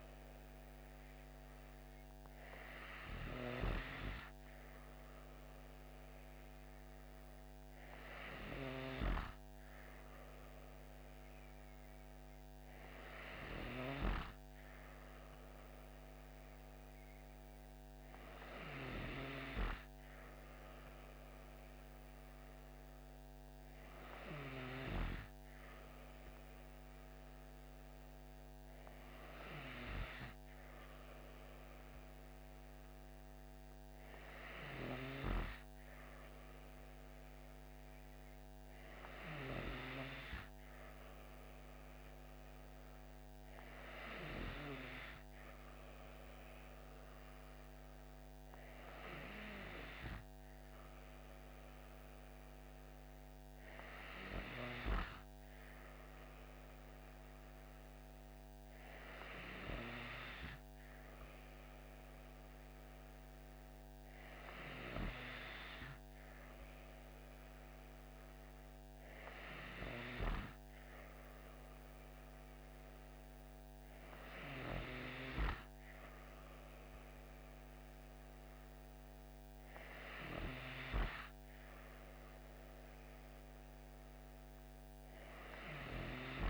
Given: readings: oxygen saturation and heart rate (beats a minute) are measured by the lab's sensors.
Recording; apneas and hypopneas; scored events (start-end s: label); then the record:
breathing in sleep by a microphone on the trachea; none
68.50-86.50 s: new sleep stage, N3 (deep sleep)
From the record:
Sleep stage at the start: N2 (light sleep); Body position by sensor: on the back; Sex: female